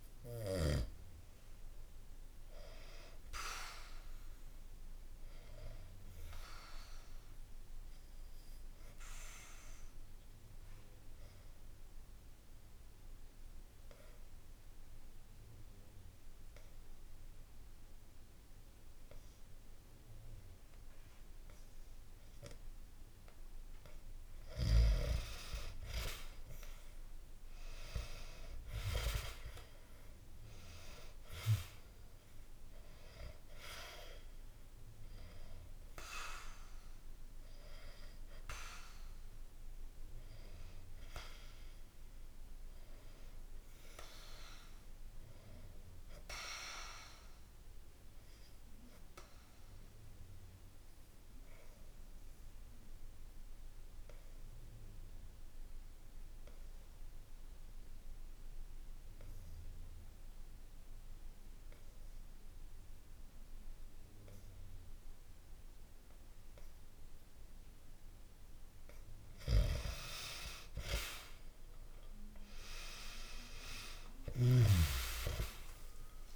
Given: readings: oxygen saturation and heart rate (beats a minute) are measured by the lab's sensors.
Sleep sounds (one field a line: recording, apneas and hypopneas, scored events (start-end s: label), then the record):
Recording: breathing in sleep by a room microphone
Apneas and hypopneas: 2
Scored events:
3.00-15.00 s: oxygen desaturation (device-marked, oxygen 98% before, 94% lowest, heart rate 65 before, 63 extreme)
6.00-22.50 s: obstructive apnea (oxygen 98% before, 91% lowest, heart rate 65 before, 63 extreme, up 0 after)
25.00-30.00 s: arousal
32.00-50.00 s: oxygen desaturation (device-marked, oxygen 97% before, 91% lowest, heart rate 65 before, 61 extreme)
48.50-68.00 s: obstructive apnea (oxygen 97% before, 90% lowest, heart rate 65 before, 61 extreme, up 0 after)
70.00-76.36 s: oxygen desaturation (device-marked, oxygen 97% before, 90% lowest, heart rate 66 before, 64 extreme)
70.50-75.00 s: arousal
From the record:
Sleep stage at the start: N2 (light sleep)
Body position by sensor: on the back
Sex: male